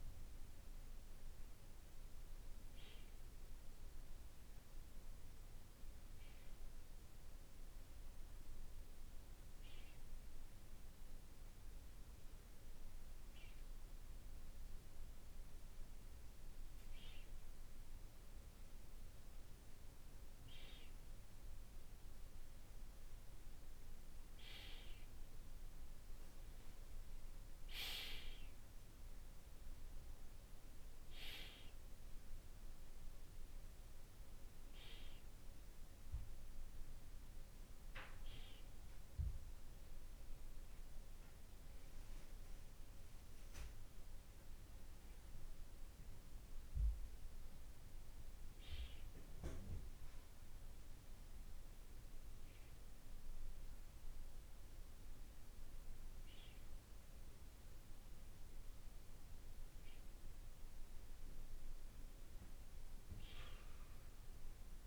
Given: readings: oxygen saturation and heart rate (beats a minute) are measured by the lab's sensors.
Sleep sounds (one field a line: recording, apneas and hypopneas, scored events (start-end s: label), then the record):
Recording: breathing in sleep by a room microphone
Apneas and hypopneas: none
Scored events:
none scored
From the record:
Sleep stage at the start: N2 (light sleep)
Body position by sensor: on the back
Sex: male